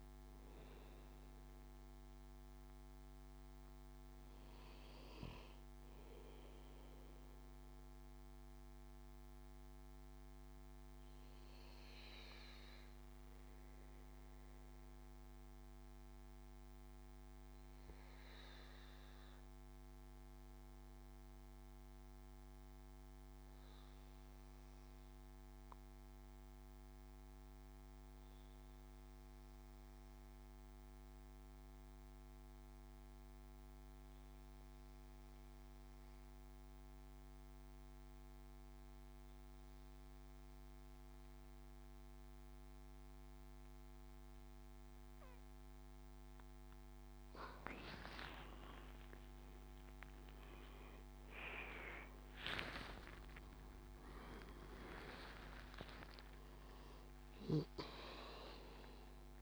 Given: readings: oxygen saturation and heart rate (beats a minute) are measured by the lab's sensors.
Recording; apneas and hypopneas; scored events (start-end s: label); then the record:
breathing in sleep by a microphone on the trachea; 1
0.00-16.00 s: oxygen desaturation (device-marked, oxygen 88% lowest, heart rate 60 extreme)
6.50-45.50 s: obstructive apnea (oxygen 98% before, 88% lowest, heart rate 77 before, 62 extreme, up 20 after)
37.00-59.42 s: oxygen desaturation (device-marked, oxygen 99% before, 88% lowest, heart rate 68 before, 62 extreme)
48.00-53.50 s: arousal
57.50-59.42 s: long interval between heartbeats (device-marked, heart rate 76 before, 93 extreme)
From the record:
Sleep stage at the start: N2 (light sleep); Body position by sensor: on the back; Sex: male